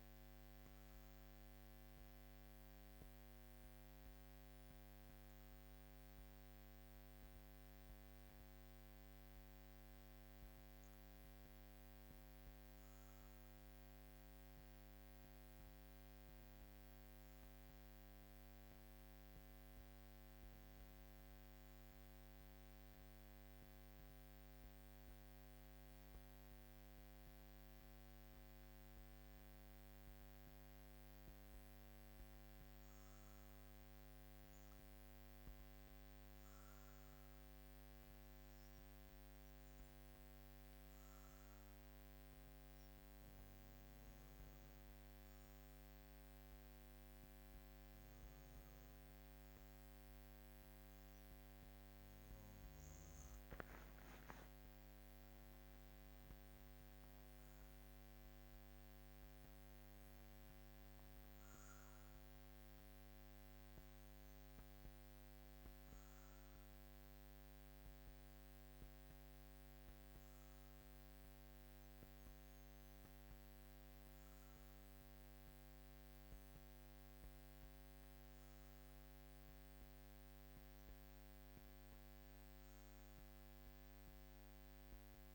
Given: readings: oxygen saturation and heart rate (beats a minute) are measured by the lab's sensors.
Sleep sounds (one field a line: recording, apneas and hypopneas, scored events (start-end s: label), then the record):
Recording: breathing in sleep, hard to hear, by a microphone on the trachea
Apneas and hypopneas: 1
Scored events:
5.50-31.50 s: obstructive apnea (oxygen 100% before, 94% lowest, heart rate 57 before, 55 extreme, up 0 after)
35.50-40.00 s: arousal
43.50-60.50 s: oxygen desaturation (device-marked, oxygen 97% before, 94% lowest, heart rate 56 before, 55 extreme)
From the record:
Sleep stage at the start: REM sleep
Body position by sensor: on the back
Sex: female